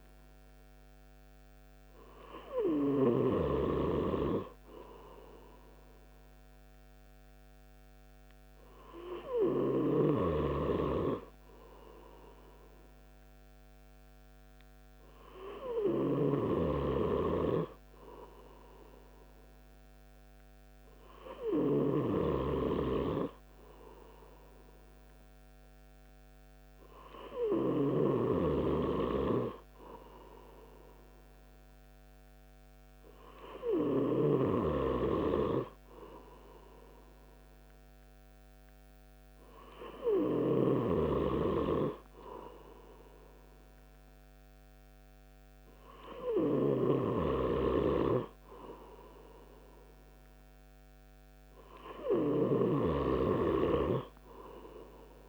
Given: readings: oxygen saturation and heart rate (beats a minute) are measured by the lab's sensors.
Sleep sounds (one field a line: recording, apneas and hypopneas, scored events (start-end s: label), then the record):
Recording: breathing in sleep by a microphone on the trachea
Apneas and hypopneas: none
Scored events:
none scored
From the record:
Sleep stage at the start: N3 (deep sleep)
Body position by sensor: on the right side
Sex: male